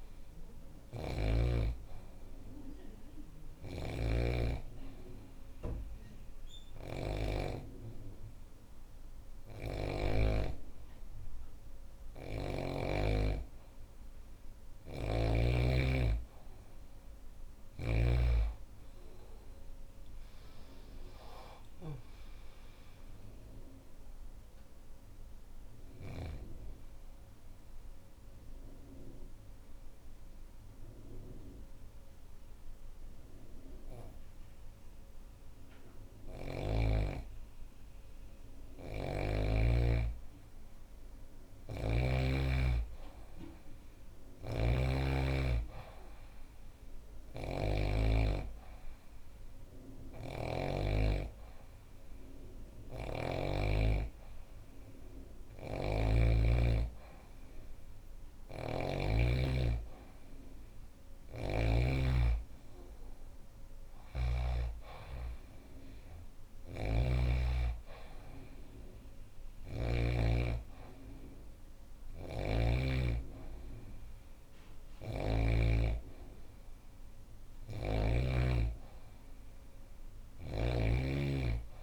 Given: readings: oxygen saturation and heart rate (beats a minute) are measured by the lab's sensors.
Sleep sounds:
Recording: breathing in sleep by a room microphone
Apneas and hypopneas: 2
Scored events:
0.00-3.00 s: oxygen desaturation (device-marked, oxygen 93% lowest, heart rate 69 extreme)
0.00-9.50 s: snoring (device-marked)
4.00-14.00 s: hypopnea (oxygen 97% before, 93% lowest, heart rate 70 before, 64 extreme, up 3 after)
14.00-17.50 s: snoring (device-marked)
18.00-22.00 s: arousal
21.00-38.00 s: oxygen desaturation (device-marked, oxygen 97% before, 93% lowest, heart rate 70 before, 64 extreme)
26.50-36.50 s: obstructive apnea (oxygen 97% before, 93% lowest, heart rate 70 before, 64 extreme, up 2 after)
35.50-39.00 s: snoring (device-marked)
41.50-45.50 s: arousal
43.50-50.00 s: snoring (device-marked)
49.00-56.00 s: oxygen desaturation (device-marked, oxygen 98% before, 94% lowest, heart rate 66 before, 67 extreme)
52.00-58.50 s: snoring (device-marked)
63.00-69.50 s: snoring (device-marked)
71.50-75.00 s: snoring (device-marked)
79.50-81.83 s: snoring (device-marked)
From the record:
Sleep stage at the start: N2 (light sleep)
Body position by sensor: on the back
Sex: female

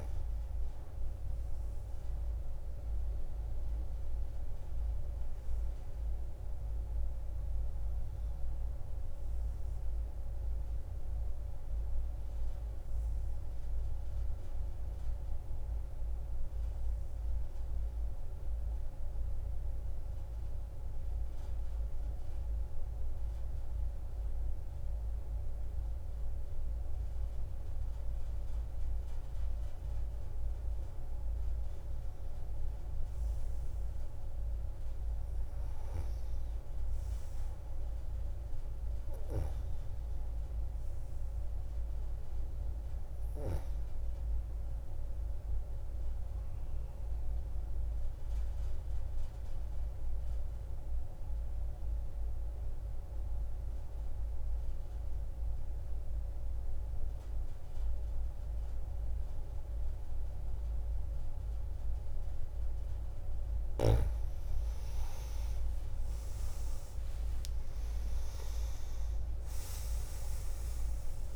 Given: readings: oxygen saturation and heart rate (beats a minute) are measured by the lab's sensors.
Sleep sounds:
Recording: breathing in sleep, hard to hear, by a room microphone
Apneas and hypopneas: 2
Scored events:
0.00-4.00 s: oxygen desaturation (device-marked, oxygen 91% lowest)
9.50-14.50 s: arousal
18.00-31.00 s: obstructive apnea (oxygen 95% before, 87% lowest)
33.00-37.00 s: arousal
40.00-50.00 s: oxygen desaturation (device-marked, oxygen 94% before, 90% lowest)
45.50-63.50 s: obstructive apnea (oxygen 94% before, 87% lowest)
63.00-71.36 s: oxygen desaturation (device-marked, oxygen 94% before, 87% lowest)
66.50-71.36 s: arousal
From the record:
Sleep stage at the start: N2 (light sleep)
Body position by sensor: on the back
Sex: female

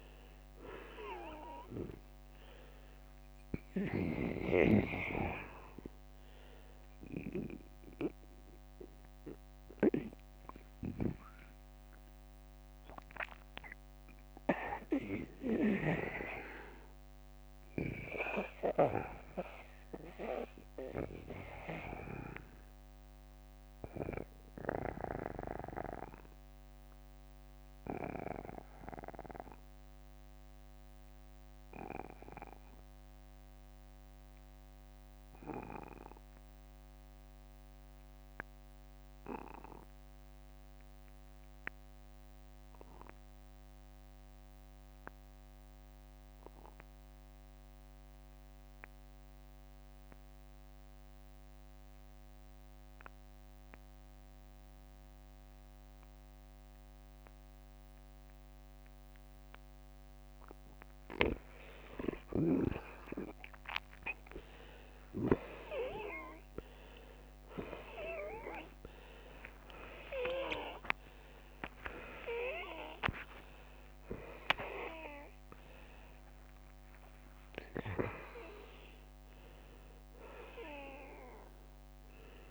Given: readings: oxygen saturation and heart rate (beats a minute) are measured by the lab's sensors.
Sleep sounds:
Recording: breathing in sleep by a microphone on the trachea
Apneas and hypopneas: 1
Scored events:
1.50-3.50 s: long interval between heartbeats (device-marked, heart rate 56 before, 68 extreme)
4.00-6.00 s: oxygen desaturation (device-marked, oxygen 96% before, 91% lowest, heart rate 60 before, 57 extreme)
8.00-10.00 s: long interval between heartbeats (device-marked, heart rate 61 before, 55 extreme)
14.50-16.50 s: long interval between heartbeats (device-marked, heart rate 64 before, 83 extreme)
20.00-31.00 s: oxygen desaturation (device-marked, oxygen 94% before, 85% lowest, heart rate 69 before, 48 extreme)
23.00-58.50 s: obstructive apnea (oxygen 96% before, 75% lowest, heart rate 67 before, 48 extreme, up 28 after)
49.00-82.50 s: oxygen desaturation (device-marked, oxygen 95% before, 75% lowest, heart rate 53 before, 50 extreme)
61.50-63.50 s: long interval between heartbeats (device-marked, heart rate 53 before, 69 extreme)
66.00-71.50 s: arousal
67.00-69.00 s: long interval between heartbeats (device-marked, heart rate 60 before, 77 extreme)
69.50-71.50 s: long interval between heartbeats (device-marked, heart rate 62 before, 78 extreme)
75.00-77.00 s: long interval between heartbeats (device-marked, heart rate 68 before, 75 extreme)
82.00-82.50 s: new sleep stage, N1 (lightest sleep)
From the record:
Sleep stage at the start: N2 (light sleep)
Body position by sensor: on the back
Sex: male

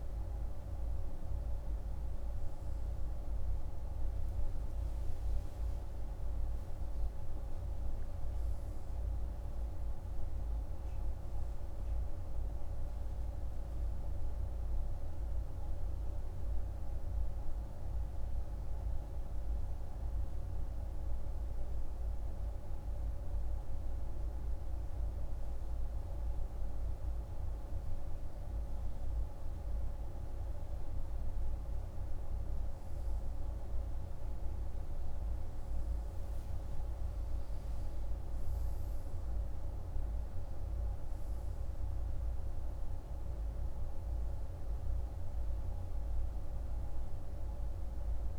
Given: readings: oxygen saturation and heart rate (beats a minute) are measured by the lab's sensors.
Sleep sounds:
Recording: breathing in sleep, hard to hear, by a room microphone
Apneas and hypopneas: none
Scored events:
3.50-7.00 s: arousal
From the record:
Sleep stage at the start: N2 (light sleep)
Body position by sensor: on the right side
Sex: male

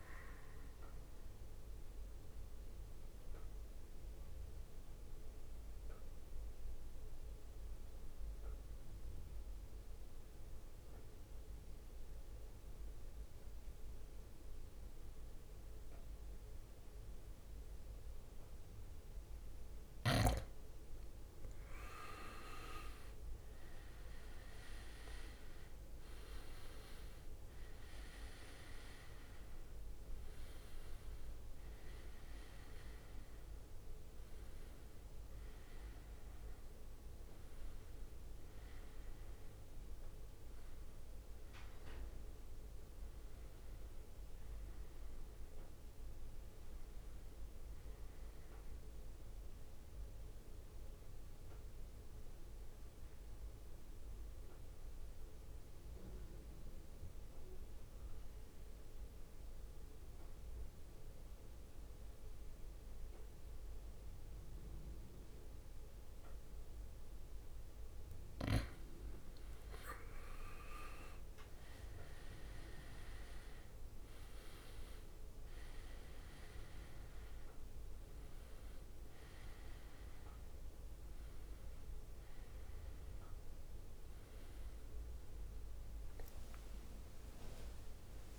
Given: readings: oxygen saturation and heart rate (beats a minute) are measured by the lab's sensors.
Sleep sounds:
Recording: breathing in sleep, hard to hear, by a room microphone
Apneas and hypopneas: 2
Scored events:
3.50-20.50 s: mixed apnea (oxygen 98% before, 91% lowest, heart rate 60 before, 53 extreme, up 15 after)
22.50-26.00 s: arousal
22.50-45.50 s: oxygen desaturation (device-marked, oxygen 98% before, 91% lowest, heart rate 57 before, 58 extreme)
24.50-50.50 s: drop in pulse transit time (device-marked, heart rate 58 before, 61 extreme)
47.00-50.00 s: arousal
52.00-68.00 s: central apnea (oxygen 99% before, 91% lowest, heart rate 64 before, 58 extreme, up 13 after)
67.50-88.39 s: oxygen desaturation (device-marked, oxygen 99% before, 91% lowest, heart rate 61 before, 63 extreme)
70.00-74.50 s: arousal
70.50-73.50 s: leg movement (device-marked)
85.50-88.39 s: leg movement (device-marked)
86.50-88.39 s: drop in pulse transit time (device-marked, heart rate 66 before, 64 extreme)
From the record:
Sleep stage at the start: N2 (light sleep)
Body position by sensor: on the back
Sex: male

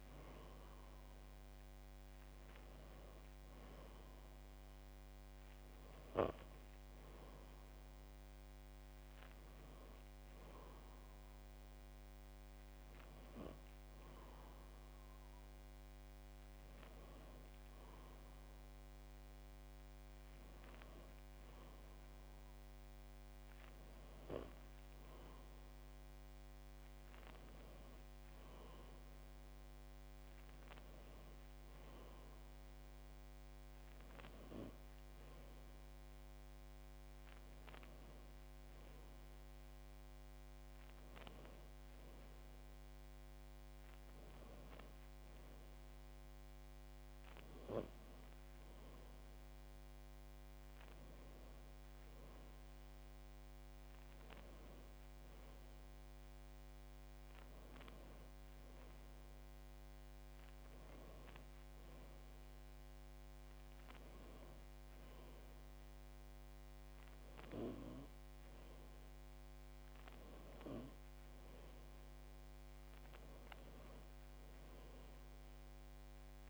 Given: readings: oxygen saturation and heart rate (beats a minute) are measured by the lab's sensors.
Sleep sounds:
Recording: breathing in sleep, hard to hear, by a microphone on the trachea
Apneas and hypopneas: none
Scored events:
26.50-76.50 s: new sleep stage, N2 (light sleep)
From the record:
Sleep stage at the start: N1 (lightest sleep)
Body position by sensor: on the back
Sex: female

